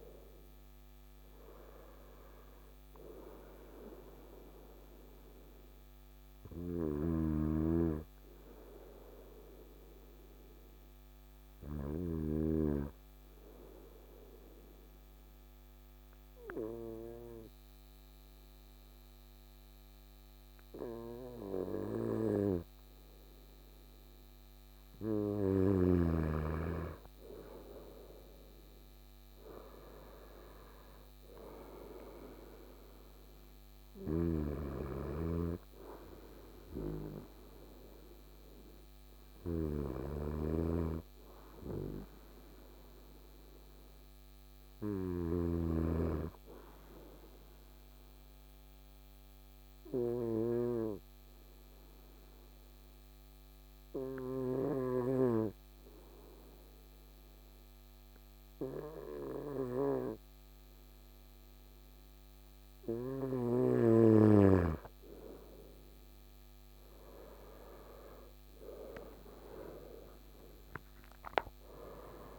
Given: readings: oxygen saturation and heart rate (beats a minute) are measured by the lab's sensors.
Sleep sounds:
breathing in sleep by a microphone on the trachea; 2
6.50-12.00 s: snoring (device-marked)
7.00-23.50 s: obstructive apnea (oxygen 98% before, 95% lowest, heart rate 61 before, 57 extreme, up 5 after)
26.50-30.50 s: arousal
33.50-45.00 s: snoring (device-marked)
43.50-60.50 s: obstructive apnea (oxygen 98% before, 94% lowest, heart rate 60 before, 56 extreme, up 5 after)
66.00-70.50 s: arousal
From the record:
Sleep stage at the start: N2 (light sleep); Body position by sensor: on the right side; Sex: male

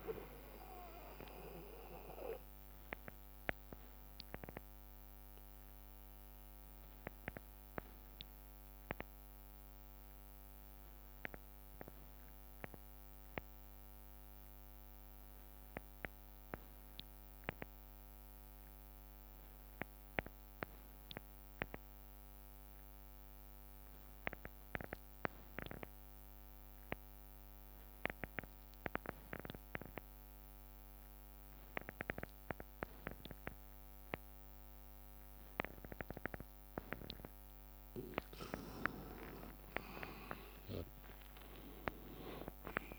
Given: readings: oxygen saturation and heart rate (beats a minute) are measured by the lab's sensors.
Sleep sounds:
breathing in sleep by a microphone on the trachea; 1
0.00-4.50 s: drop in pulse transit time (device-marked, heart rate 62 extreme)
0.00-12.50 s: oxygen desaturation (device-marked, oxygen 85% lowest, heart rate 53 extreme)
1.50-25.50 s: bradycardia (device-marked, heart rate 66 before, 53 extreme)
4.00-36.50 s: obstructive apnea (oxygen 99% before, 85% lowest, heart rate 82 before, 54 extreme)
29.50-31.50 s: long interval between heartbeats (device-marked, heart rate 57 before, 68 extreme)
30.50-42.99 s: oxygen desaturation (device-marked, oxygen 99% before, 85% lowest, heart rate 58 before, 54 extreme)
32.50-35.50 s: bradycardia (device-marked, heart rate 66 before, 67 extreme)
38.50-42.99 s: tachycardia (device-marked, heart rate 65 before, 125 extreme)
39.00-41.00 s: long interval between heartbeats (device-marked, heart rate 61 before, 69 extreme)
39.00-42.99 s: arousal
39.50-42.99 s: drop in pulse transit time (device-marked, heart rate 62 before, 70 extreme)
41.00-42.99 s: long interval between heartbeats (device-marked, heart rate 62 before, 87 extreme)
From the record:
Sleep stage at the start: N2 (light sleep); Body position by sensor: on the back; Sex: male

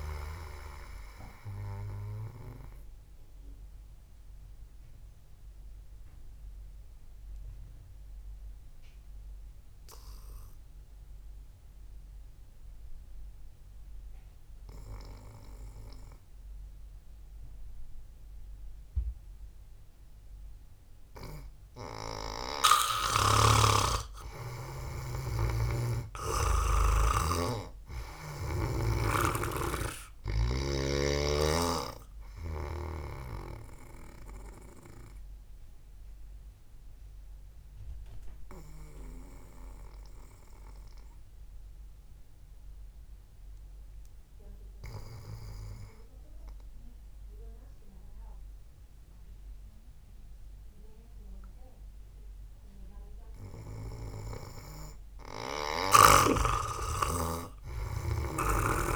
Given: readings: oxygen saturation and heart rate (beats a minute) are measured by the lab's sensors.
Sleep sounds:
breathing in sleep by a room microphone; 2
0.00-7.50 s: oxygen desaturation (device-marked, oxygen 92% lowest, heart rate 58 extreme)
4.00-22.50 s: obstructive apnea (oxygen 96% before, 90% lowest, heart rate 62 before, 57 extreme, up 0 after)
24.50-27.00 s: arousal
34.50-52.50 s: oxygen desaturation (device-marked, oxygen 97% before, 90% lowest, heart rate 65 before, 57 extreme)
37.50-53.50 s: hypopnea (oxygen 99% before, 90% lowest, heart rate 63 before, 57 extreme, up 0 after)
From the record:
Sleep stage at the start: N2 (light sleep); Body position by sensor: on the back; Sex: male

